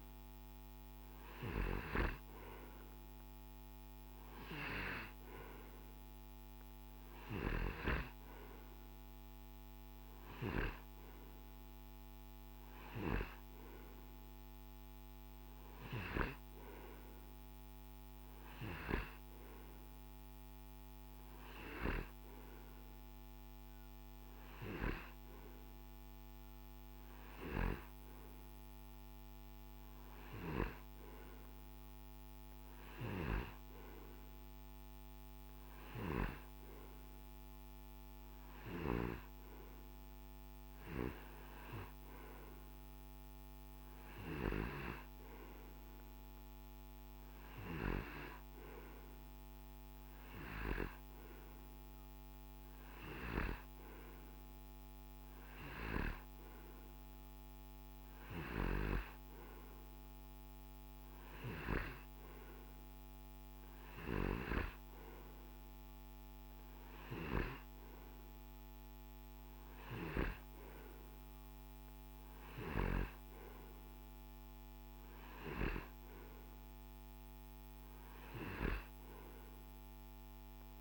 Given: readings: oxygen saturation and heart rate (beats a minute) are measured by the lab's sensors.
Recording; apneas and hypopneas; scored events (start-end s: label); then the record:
breathing in sleep by a microphone on the trachea; none
none scored
From the record:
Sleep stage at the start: N2 (light sleep); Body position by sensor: on the right side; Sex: male